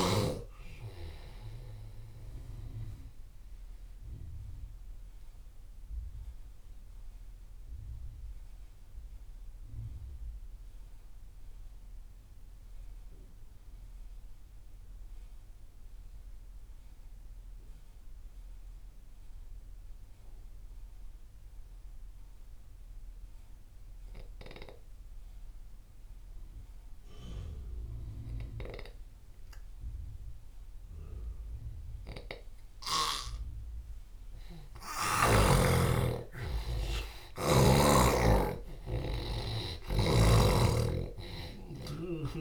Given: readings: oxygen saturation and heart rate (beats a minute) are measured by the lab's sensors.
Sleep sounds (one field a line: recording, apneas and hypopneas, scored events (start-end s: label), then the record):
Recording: breathing in sleep by a room microphone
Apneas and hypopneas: 1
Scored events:
0.00-14.00 s: oxygen desaturation (device-marked, oxygen 89% lowest)
2.50-33.50 s: mixed apnea (oxygen 98% before, 86% lowest)
27.00-42.41 s: oxygen desaturation (device-marked, oxygen 98% before, 86% lowest)
35.50-38.50 s: arousal
40.00-42.41 s: snoring (device-marked)
From the record:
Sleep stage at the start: N2 (light sleep)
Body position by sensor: on the left side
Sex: male